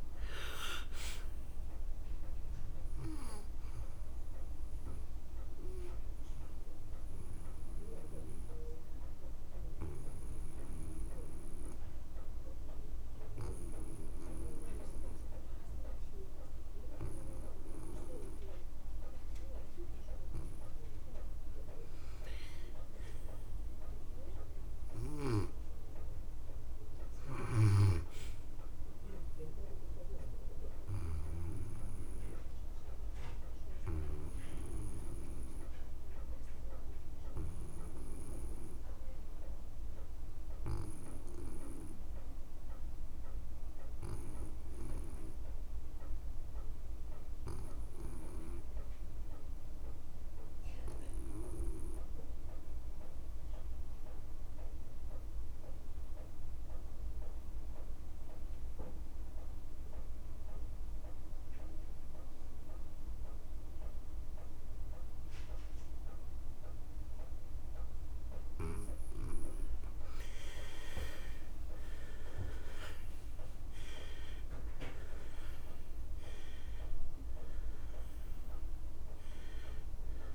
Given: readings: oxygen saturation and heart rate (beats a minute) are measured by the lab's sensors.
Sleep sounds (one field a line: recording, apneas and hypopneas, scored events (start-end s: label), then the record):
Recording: breathing in sleep by a room microphone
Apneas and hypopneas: 2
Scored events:
0.00-23.00 s: oxygen desaturation (device-marked, oxygen 83% lowest)
6.00-21.50 s: obstructive apnea (oxygen 98% before, 77% lowest)
24.50-28.00 s: arousal
34.50-68.50 s: obstructive apnea (oxygen 98% before, 72% lowest)
41.00-49.00 s: oxygen desaturation (device-marked, oxygen 97% before, 92% lowest)
54.00-80.35 s: oxygen desaturation (device-marked, oxygen 95% before, 72% lowest)
71.50-74.50 s: arousal
From the record:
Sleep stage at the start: N2 (light sleep)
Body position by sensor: on the back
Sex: male